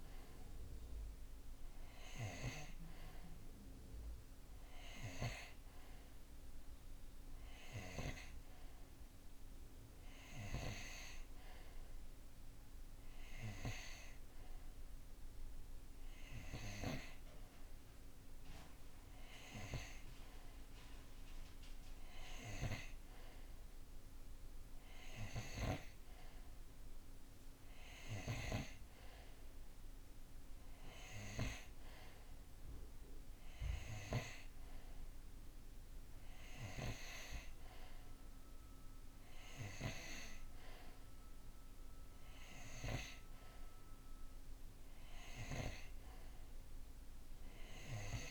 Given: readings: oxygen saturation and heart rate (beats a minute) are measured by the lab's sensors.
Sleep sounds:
breathing in sleep by a room microphone; none
none scored
From the record:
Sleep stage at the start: N2 (light sleep); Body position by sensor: on the right side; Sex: male

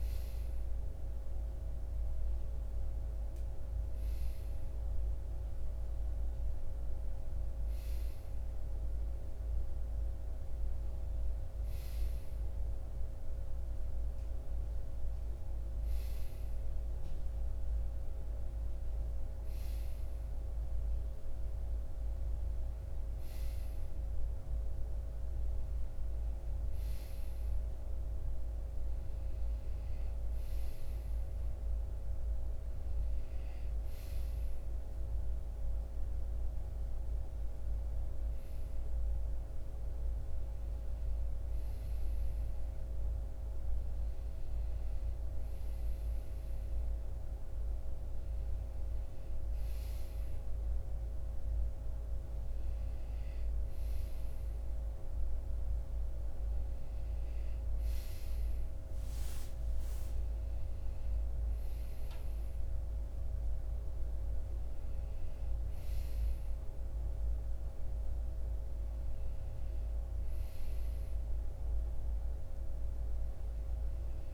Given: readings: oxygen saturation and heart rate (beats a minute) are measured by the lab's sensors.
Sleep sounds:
breathing in sleep, hard to hear, by a room microphone; none
none scored
From the record:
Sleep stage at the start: REM sleep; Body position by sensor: on the right side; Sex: male

